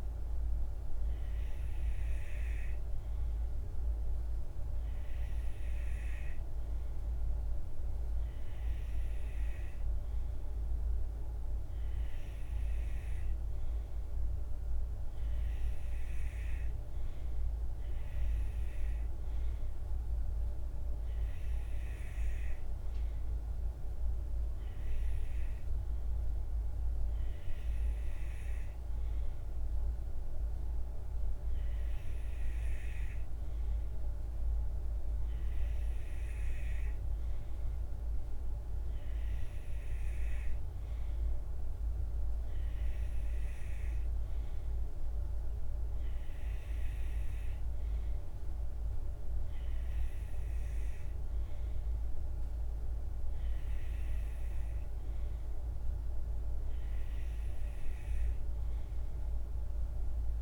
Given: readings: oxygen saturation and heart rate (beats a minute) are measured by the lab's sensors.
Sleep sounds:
breathing in sleep, hard to hear, by a room microphone; none
none scored
From the record:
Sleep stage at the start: N2 (light sleep); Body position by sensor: on the right side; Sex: male

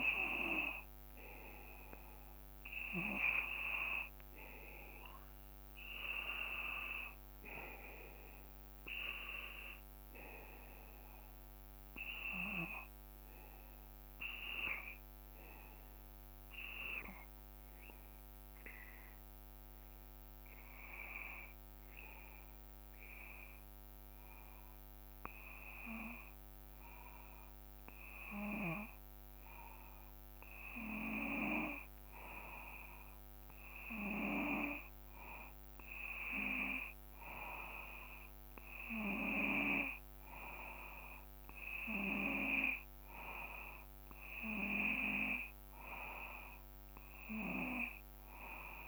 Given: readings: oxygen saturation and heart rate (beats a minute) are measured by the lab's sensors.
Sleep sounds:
breathing in sleep by a microphone on the trachea; 1
13.50-27.00 s: hypopnea (oxygen 94% before, 92% lowest, heart rate 58 before, 55 extreme, up 2 after)
31.00-35.00 s: arousal
From the record:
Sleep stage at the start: N2 (light sleep); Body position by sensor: on the back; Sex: male

